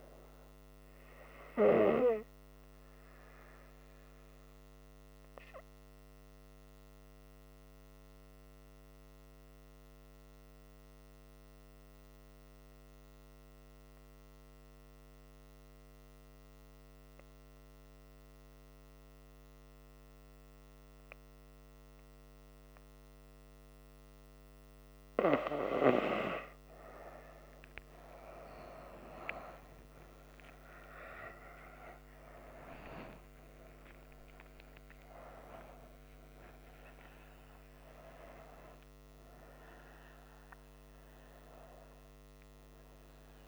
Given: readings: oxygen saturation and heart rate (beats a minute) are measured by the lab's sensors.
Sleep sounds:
breathing in sleep by a microphone on the trachea; 1
4.50-25.00 s: obstructive apnea (oxygen 99% before, 95% lowest, heart rate 69 before, 66 extreme, up 21 after)
11.00-19.00 s: oxygen desaturation (device-marked, oxygen 98% before, 95% lowest, heart rate 69 before, 66 extreme)
28.00-33.50 s: arousal
34.00-43.48 s: new sleep stage, N1 (lightest sleep)
From the record:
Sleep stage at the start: N2 (light sleep); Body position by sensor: on the front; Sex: female

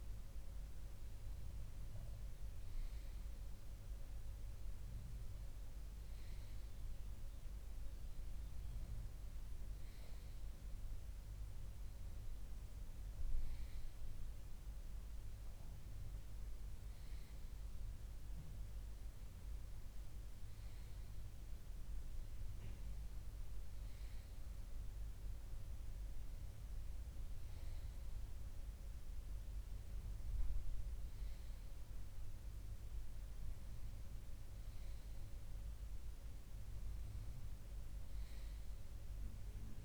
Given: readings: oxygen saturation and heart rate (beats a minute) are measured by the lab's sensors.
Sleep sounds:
breathing in sleep, hard to hear, by a room microphone; none
27.00-32.00 s: bradycardia (device-marked, heart rate 61 before, 59 extreme)
From the record:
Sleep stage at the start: N2 (light sleep); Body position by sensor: on the left side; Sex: male

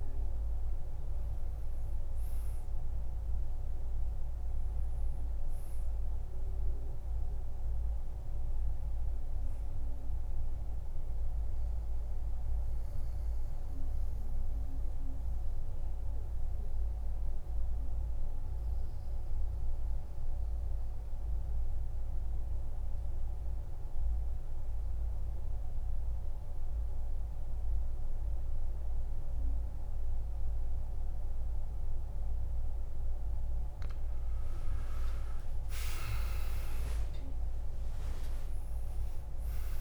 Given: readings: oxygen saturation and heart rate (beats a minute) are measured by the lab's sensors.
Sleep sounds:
breathing in sleep, hard to hear, by a room microphone; 1
0.00-18.00 s: oxygen desaturation (device-marked, oxygen 91% lowest, heart rate 51 extreme)
11.00-32.50 s: mixed apnea (oxygen 99% before, 90% lowest, heart rate 70 before, 51 extreme, up 25 after)
34.00-39.81 s: oxygen desaturation (device-marked, oxygen 99% before, 91% lowest, heart rate 54 before, 48 extreme)
37.00-39.00 s: long interval between heartbeats (device-marked, heart rate 55 before, 76 extreme)
37.00-39.81 s: arousal
From the record:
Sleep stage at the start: N2 (light sleep); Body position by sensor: on the back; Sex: male

